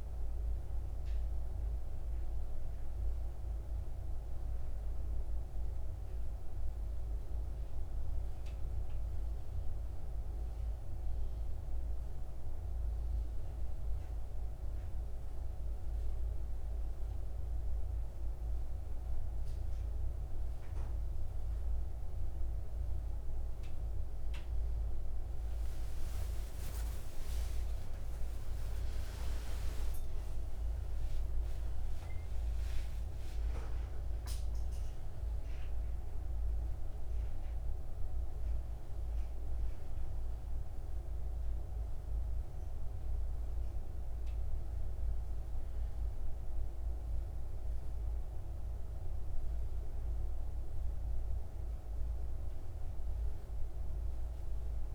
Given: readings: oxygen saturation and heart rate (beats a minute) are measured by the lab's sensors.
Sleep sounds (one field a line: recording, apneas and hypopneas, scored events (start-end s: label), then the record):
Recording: breathing in sleep, hard to hear, by a room microphone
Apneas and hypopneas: 1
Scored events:
10.50-23.00 s: mixed apnea (oxygen 96% before, 91% lowest, heart rate 57 before, 55 extreme, up 30 after)
15.00-54.94 s: new sleep stage, N1 (lightest sleep)
27.50-33.00 s: arousal
32.00-54.00 s: oxygen desaturation (device-marked, oxygen 97% before, 91% lowest, heart rate 63 before, 54 extreme)
From the record:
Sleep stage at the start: N2 (light sleep)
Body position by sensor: on the back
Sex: male